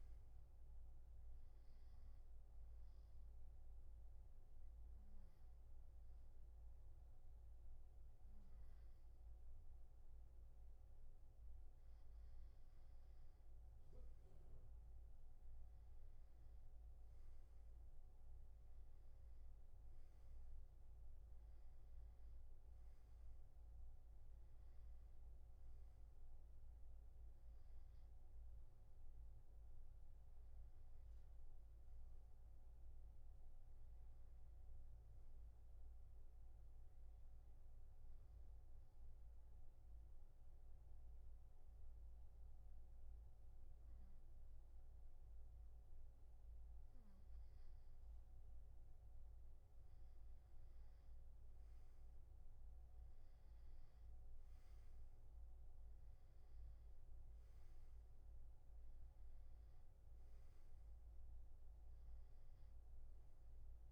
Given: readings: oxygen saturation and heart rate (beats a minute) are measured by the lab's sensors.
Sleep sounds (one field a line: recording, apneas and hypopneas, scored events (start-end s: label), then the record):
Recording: breathing in sleep, hard to hear, by a room microphone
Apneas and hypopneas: 2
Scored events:
0.50-15.50 s: oxygen desaturation (device-marked, oxygen 97% before, 93% lowest, heart rate 67 before, 64 extreme)
3.00-13.00 s: obstructive apnea (oxygen 98% before, 91% lowest, heart rate 66 before, 64 extreme, up 8 after)
15.50-19.00 s: arousal
17.50-30.50 s: oxygen desaturation (device-marked, oxygen 96% before, 92% lowest, heart rate 67 before, 64 extreme)
33.00-35.50 s: arousal
38.50-49.00 s: obstructive apnea (oxygen 97% before, 91% lowest, heart rate 73 before, 64 extreme, up 10 after)
50.50-54.50 s: arousal
52.50-63.92 s: oxygen desaturation (device-marked, oxygen 96% before, 91% lowest, heart rate 68 before, 68 extreme)
From the record:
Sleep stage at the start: N2 (light sleep)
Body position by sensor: on the back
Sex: male